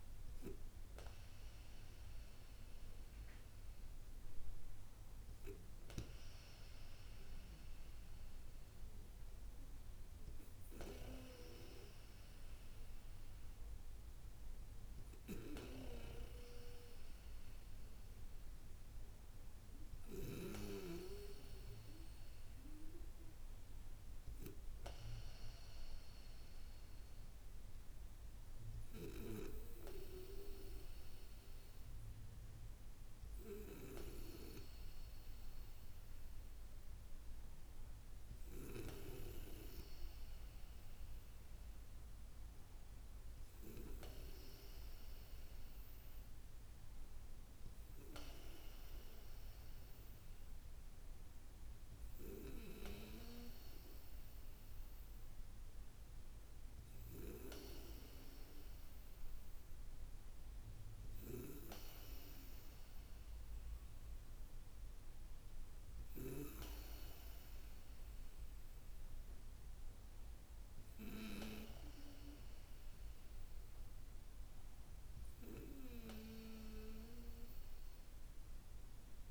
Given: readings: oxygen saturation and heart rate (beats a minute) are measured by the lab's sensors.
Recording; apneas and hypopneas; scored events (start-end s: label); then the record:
breathing in sleep by a room microphone; none
none scored
From the record:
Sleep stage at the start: N2 (light sleep); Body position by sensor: on the back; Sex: female